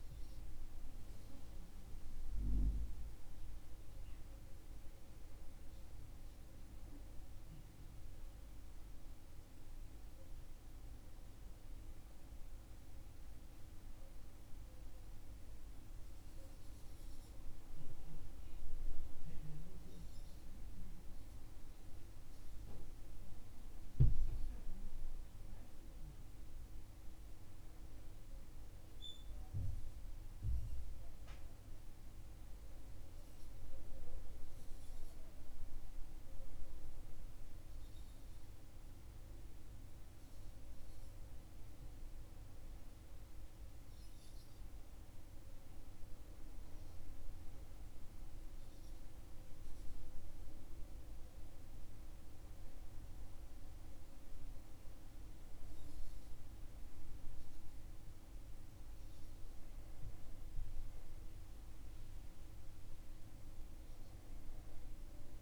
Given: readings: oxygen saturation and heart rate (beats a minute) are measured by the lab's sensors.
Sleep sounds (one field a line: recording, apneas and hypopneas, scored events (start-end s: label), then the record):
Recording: breathing in sleep, hard to hear, by a room microphone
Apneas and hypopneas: none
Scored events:
none scored
From the record:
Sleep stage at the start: N1 (lightest sleep)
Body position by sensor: on the back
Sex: male